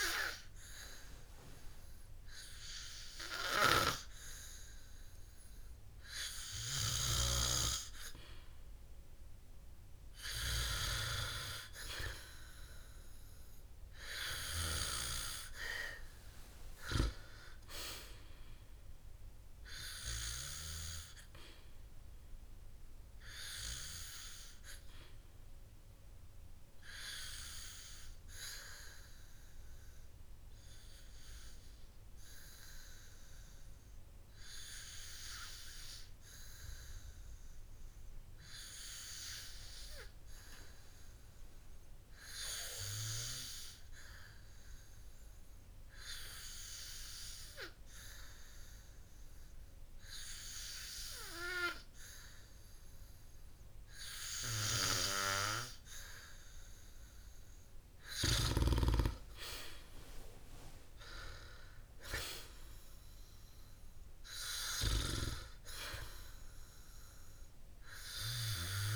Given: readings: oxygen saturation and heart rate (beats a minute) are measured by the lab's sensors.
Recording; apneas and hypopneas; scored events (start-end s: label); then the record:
breathing in sleep by a room microphone; 2
0.50-12.00 s: hypopnea (oxygen 98% before, 94% lowest, heart rate 59 before, 52 extreme, up 5 after)
15.50-19.50 s: arousal
36.00-54.50 s: hypopnea (oxygen 97% before, 92% lowest, heart rate 59 before, 54 extreme, up 7 after)
38.50-47.50 s: oxygen desaturation (device-marked, oxygen 98% before, 94% lowest, heart rate 58 before, 55 extreme)
56.50-59.00 s: arousal
From the record:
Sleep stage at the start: N2 (light sleep); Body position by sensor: on the back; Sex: male